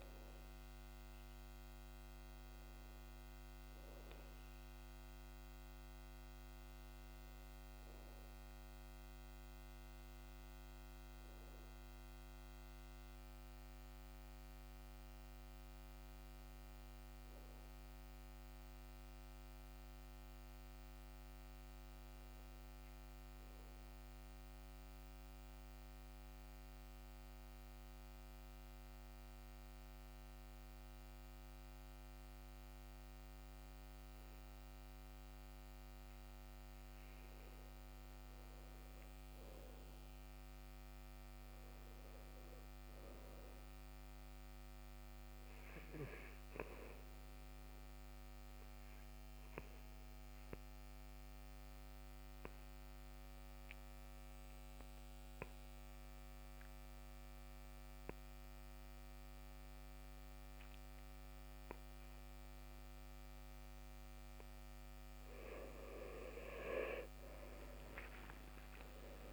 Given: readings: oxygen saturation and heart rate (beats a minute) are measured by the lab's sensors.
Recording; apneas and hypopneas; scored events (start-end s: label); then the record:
breathing in sleep, hard to hear, by a microphone on the trachea; 2
0.00-16.00 s: oxygen desaturation (device-marked, oxygen 88% lowest, heart rate 64 extreme)
23.50-36.50 s: mixed apnea (oxygen 98% before, 90% lowest, heart rate 65 before, 64 extreme, up 6 after)
37.50-42.00 s: arousal
46.00-65.00 s: oxygen desaturation (device-marked, oxygen 96% before, 91% lowest, heart rate 66 before, 65 extreme)
48.00-65.00 s: obstructive apnea (oxygen 98% before, 89% lowest, heart rate 67 before, 65 extreme, up 12 after)
68.00-69.33 s: arousal
From the record:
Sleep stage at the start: N2 (light sleep); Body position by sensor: on the back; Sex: male